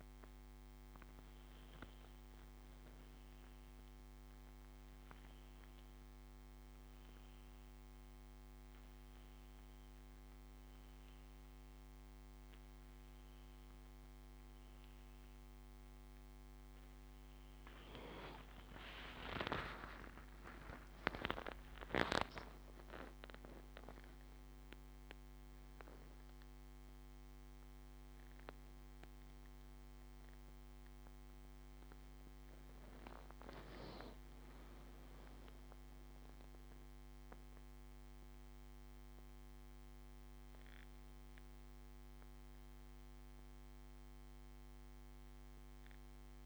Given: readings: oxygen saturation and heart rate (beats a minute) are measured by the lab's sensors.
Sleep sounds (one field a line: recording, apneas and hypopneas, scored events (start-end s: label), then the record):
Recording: breathing in sleep by a microphone on the trachea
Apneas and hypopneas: none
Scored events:
18.50-23.50 s: arousal
From the record:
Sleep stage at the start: N1 (lightest sleep)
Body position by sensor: on the back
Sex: male